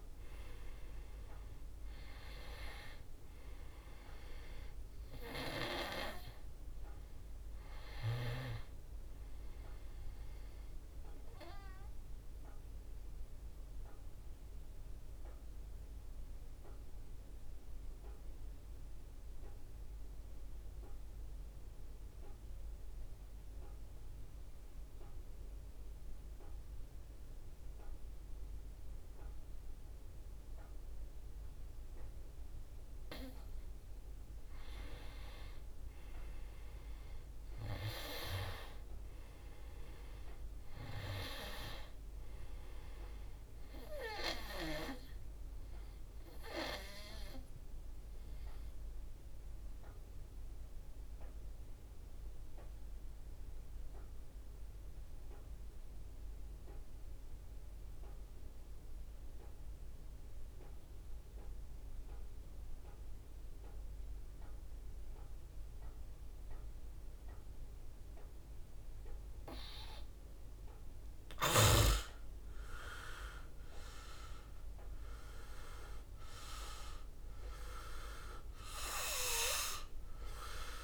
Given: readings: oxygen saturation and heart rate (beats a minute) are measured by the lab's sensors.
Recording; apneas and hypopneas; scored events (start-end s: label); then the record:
breathing in sleep by a room microphone; 2
0.00-20.50 s: oxygen desaturation (device-marked, oxygen 87% lowest, heart rate 60 extreme)
12.00-33.00 s: obstructive apnea (oxygen 99% before, 85% lowest, heart rate 67 before, 60 extreme, up 6 after)
34.50-39.00 s: arousal
39.50-58.50 s: oxygen desaturation (device-marked, oxygen 96% before, 90% lowest, heart rate 63 before, 60 extreme)
47.50-70.00 s: obstructive apnea (oxygen 97% before, 85% lowest, heart rate 65 before, 60 extreme, up 7 after)
67.50-80.84 s: oxygen desaturation (device-marked, oxygen 97% before, 85% lowest, heart rate 64 before, 63 extreme)
72.50-76.00 s: arousal
From the record:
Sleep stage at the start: N2 (light sleep); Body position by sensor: on the back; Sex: male